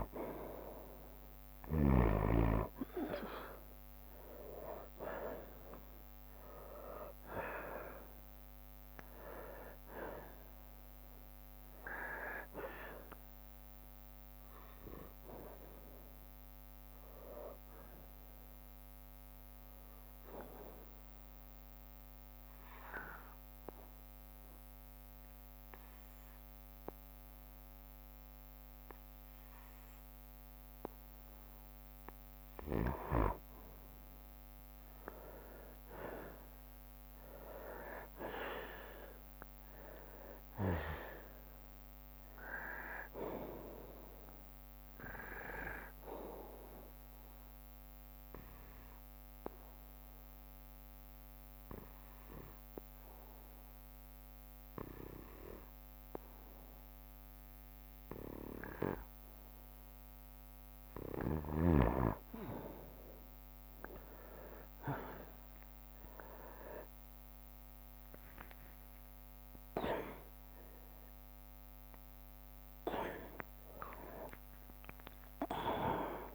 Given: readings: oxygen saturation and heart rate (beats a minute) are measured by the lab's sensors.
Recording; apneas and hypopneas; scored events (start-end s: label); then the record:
breathing in sleep by a microphone on the trachea; 2
3.50-9.00 s: arousal
4.50-15.50 s: drop in pulse transit time (device-marked, heart rate 60 before, 61 extreme)
12.50-31.50 s: oxygen desaturation (device-marked, oxygen 97% before, 92% lowest, heart rate 61 before, 59 extreme)
20.50-32.50 s: obstructive apnea (oxygen 97% before, 92% lowest, heart rate 63 before, 59 extreme, up 6 after)
27.50-31.50 s: bradycardia (device-marked, heart rate 63 before, 59 extreme)
34.50-38.50 s: arousal
37.50-51.50 s: drop in pulse transit time (device-marked, heart rate 62 before, 59 extreme)
43.00-45.00 s: long interval between heartbeats (device-marked, heart rate 61 before, 72 extreme)
44.50-61.50 s: oxygen desaturation (device-marked, oxygen 98% before, 93% lowest, heart rate 62 before, 58 extreme)
45.50-47.50 s: bradycardia (device-marked, heart rate 63 before, 65 extreme)
46.50-61.50 s: obstructive apnea (oxygen 98% before, 93% lowest, heart rate 63 before, 58 extreme, up 31 after)
51.50-60.50 s: bradycardia (device-marked, heart rate 63 before, 58 extreme)
63.50-68.00 s: arousal
68.50-76.35 s: drop in pulse transit time (device-marked, heart rate 61 before, 67 extreme)
69.50-71.50 s: long interval between heartbeats (device-marked, heart rate 62 before, 96 extreme)
72.00-74.00 s: long interval between heartbeats (device-marked, heart rate 66 before, 98 extreme)
From the record:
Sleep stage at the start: N2 (light sleep); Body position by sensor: on the right side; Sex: male